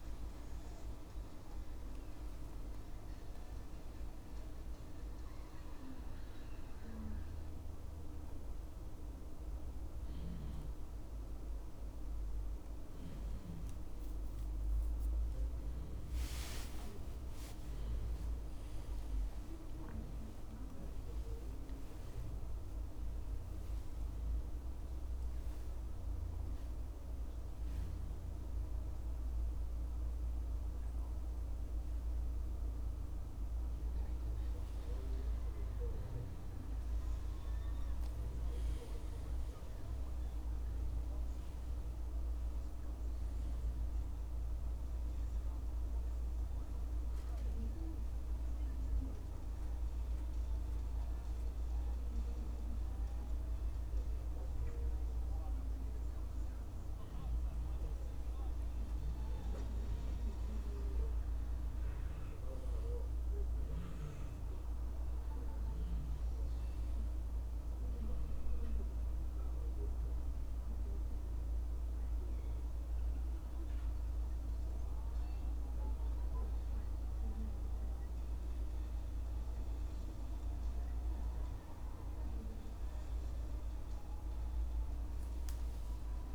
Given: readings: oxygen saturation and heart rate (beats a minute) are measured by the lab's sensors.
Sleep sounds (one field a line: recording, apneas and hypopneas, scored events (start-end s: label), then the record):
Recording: a person partly awake in a sleep study, hard to hear, by a room microphone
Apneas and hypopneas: 1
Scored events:
20.00-36.00 s: oxygen desaturation (device-marked, oxygen 98% before, 94% lowest, heart rate 78 before, 73 extreme)
20.00-80.00 s: new sleep stage, N2 (light sleep)
23.00-33.00 s: obstructive apnea (oxygen 98% before, 92% lowest, heart rate 78 before, 73 extreme, up 3 after)
37.50-41.00 s: arousal
43.00-56.00 s: oxygen desaturation (device-marked, oxygen 96% before, 92% lowest, heart rate 76 before, 74 extreme)
80.00-86.35 s: new sleep stage, awake
From the record:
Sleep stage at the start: awake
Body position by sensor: on the back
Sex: male